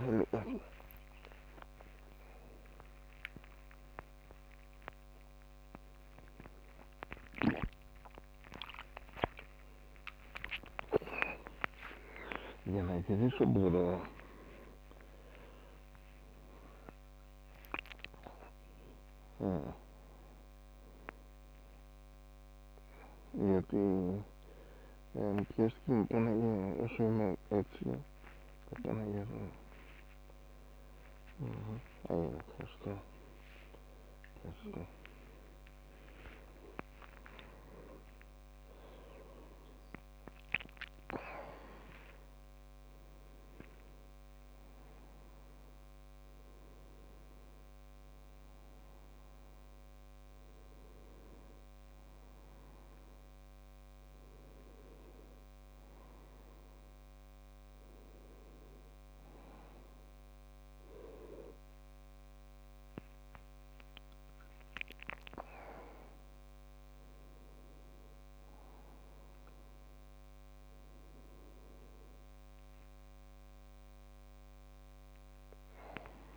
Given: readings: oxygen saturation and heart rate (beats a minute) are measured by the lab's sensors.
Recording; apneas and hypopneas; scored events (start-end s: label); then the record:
a person awake in a sleep study, by a microphone on the trachea; none
0.00-4.50 s: tachycardia (device-marked, heart rate 146 extreme)
33.50-37.50 s: tachycardia (device-marked, heart rate 75 before, 108 extreme)
34.00-36.00 s: long interval between heartbeats (device-marked, heart rate 83 before, 90 extreme)
37.00-39.00 s: long interval between heartbeats (device-marked, heart rate 84 before, 108 extreme)
From the record:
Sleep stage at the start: awake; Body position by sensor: on the back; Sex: male